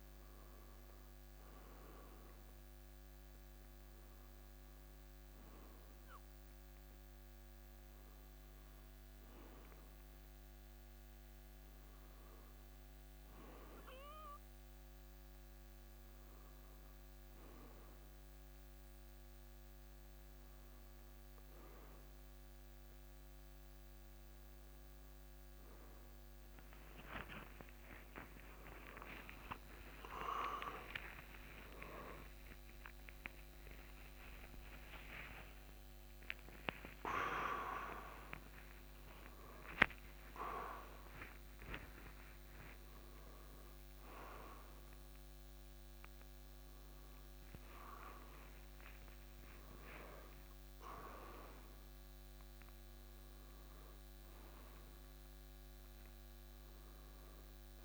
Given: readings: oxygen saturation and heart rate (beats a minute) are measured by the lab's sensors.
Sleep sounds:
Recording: a person awake in a sleep study, by a microphone on the trachea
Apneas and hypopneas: none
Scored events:
17.50-47.50 s: new sleep stage, awake
47.50-57.84 s: new sleep stage, N1 (lightest sleep)
From the record:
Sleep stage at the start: N1 (lightest sleep)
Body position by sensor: on the left side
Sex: male

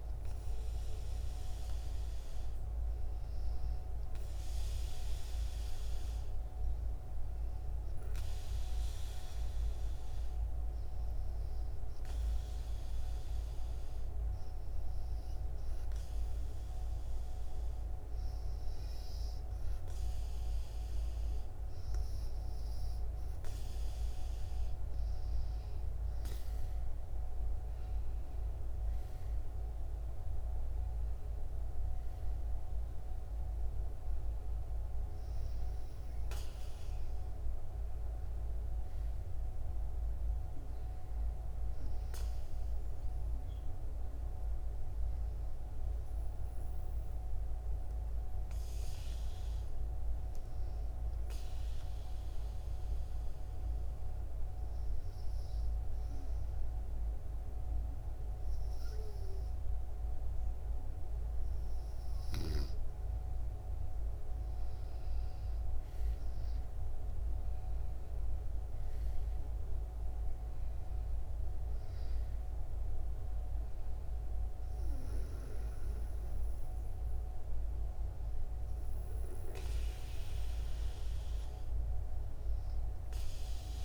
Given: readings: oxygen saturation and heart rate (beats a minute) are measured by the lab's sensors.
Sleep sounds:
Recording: breathing in sleep, hard to hear, by a room microphone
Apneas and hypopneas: 2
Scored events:
8.00-22.50 s: hypopnea (oxygen 94% before, 92% lowest, heart rate 70 before, 70 extreme, up 3 after)
24.50-27.00 s: arousal
45.00-62.00 s: hypopnea (oxygen 95% before, 92% lowest, heart rate 72 before, 63 extreme, up 2 after)
64.00-68.00 s: arousal
From the record:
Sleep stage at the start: N2 (light sleep)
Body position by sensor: on the back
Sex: female

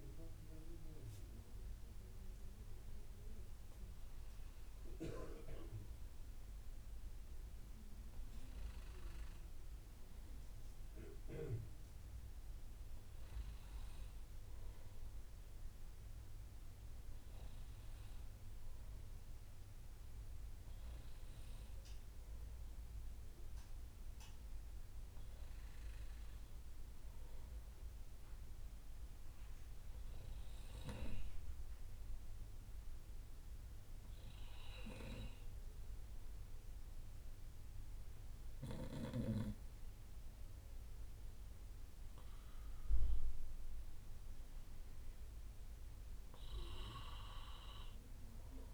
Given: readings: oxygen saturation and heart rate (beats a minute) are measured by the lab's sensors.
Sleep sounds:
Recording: breathing in sleep by a room microphone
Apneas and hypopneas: none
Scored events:
0.00-5.00 s: bradycardia (device-marked, heart rate 58 extreme)
2.50-7.50 s: arousal
38.00-41.00 s: bradycardia (device-marked, heart rate 68 before, 61 extreme)
From the record:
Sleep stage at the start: N2 (light sleep)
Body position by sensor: on the right side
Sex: male

